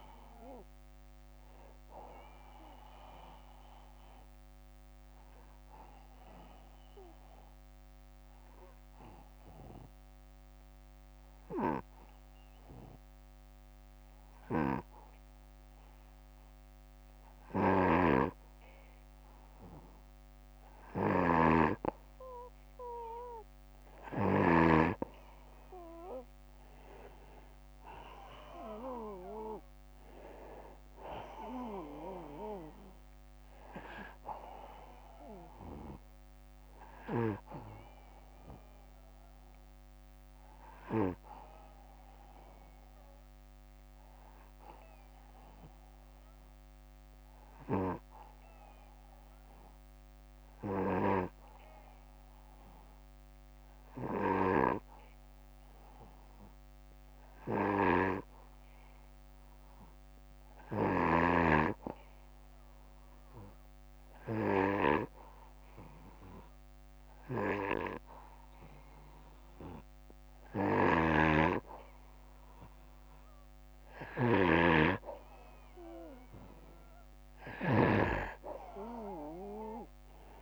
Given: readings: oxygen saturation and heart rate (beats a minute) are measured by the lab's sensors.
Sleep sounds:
breathing in sleep by a microphone on the trachea; 2
2.00-20.50 s: obstructive apnea (oxygen 97% before, 91% lowest, heart rate 65 before, 55 extreme, up 6 after)
5.50-16.50 s: oxygen desaturation (device-marked, oxygen 96% before, 91% lowest, heart rate 65 before, 56 extreme)
17.00-24.00 s: snoring (device-marked)
27.50-30.50 s: arousal
37.50-70.50 s: obstructive apnea (oxygen 98% before, 90% lowest, heart rate 63 before, 58 extreme, up 2 after)
44.50-59.50 s: oxygen desaturation (device-marked, oxygen 95% before, 92% lowest, heart rate 63 before, 58 extreme)
57.00-60.50 s: snoring (device-marked)
65.50-80.42 s: oxygen desaturation (device-marked, oxygen 97% before, 91% lowest, heart rate 59 before, 60 extreme)
70.00-80.42 s: snoring (device-marked)
From the record:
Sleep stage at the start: N2 (light sleep); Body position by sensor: on the back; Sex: male

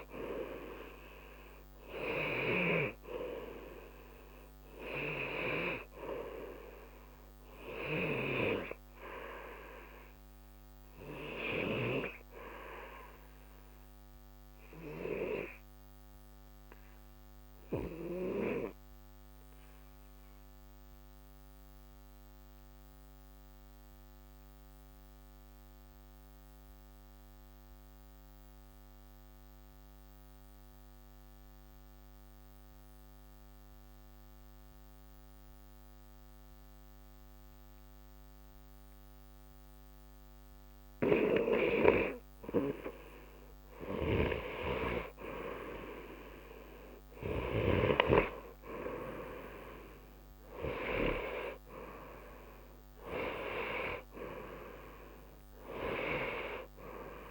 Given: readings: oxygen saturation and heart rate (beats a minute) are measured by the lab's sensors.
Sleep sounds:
breathing in sleep by a microphone on the trachea; 1
7.50-31.50 s: oxygen desaturation (device-marked, oxygen 92% before, 87% lowest, heart rate 61 before, 60 extreme)
12.50-41.50 s: obstructive apnea (oxygen 93% before, 87% lowest, heart rate 60 before, 60 extreme, up 2 after)
42.50-48.00 s: arousal
From the record:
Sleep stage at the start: N2 (light sleep); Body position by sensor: on the right side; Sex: male

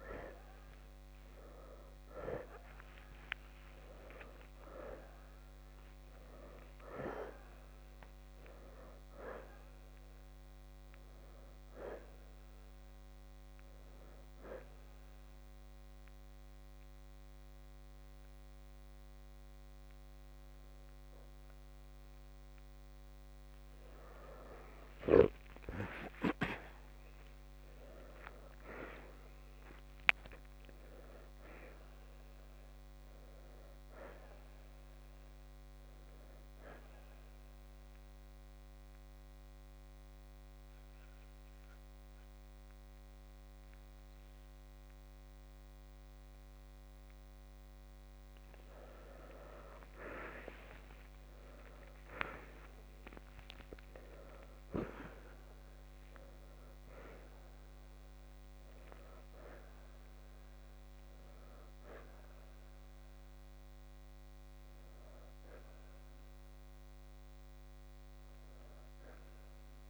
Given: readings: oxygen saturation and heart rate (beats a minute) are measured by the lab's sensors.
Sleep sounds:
breathing in sleep by a microphone on the trachea; 1
3.50-7.50 s: arousal
5.50-27.50 s: oxygen desaturation (device-marked, oxygen 91% before, 87% lowest, heart rate 70 before, 48 extreme)
27.00-31.00 s: arousal
37.50-48.50 s: central apnea (oxygen 92% before, 83% lowest, heart rate 66 before, 48 extreme, up 2 after)
40.50-56.50 s: oxygen desaturation (device-marked, oxygen 92% before, 83% lowest, heart rate 68 before, 48 extreme)
51.00-56.50 s: arousal
62.50-69.90 s: oxygen desaturation (device-marked, oxygen 94% before, 86% lowest, heart rate 59 before, 62 extreme)
From the record:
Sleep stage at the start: N2 (light sleep); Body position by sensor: on the left side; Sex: male

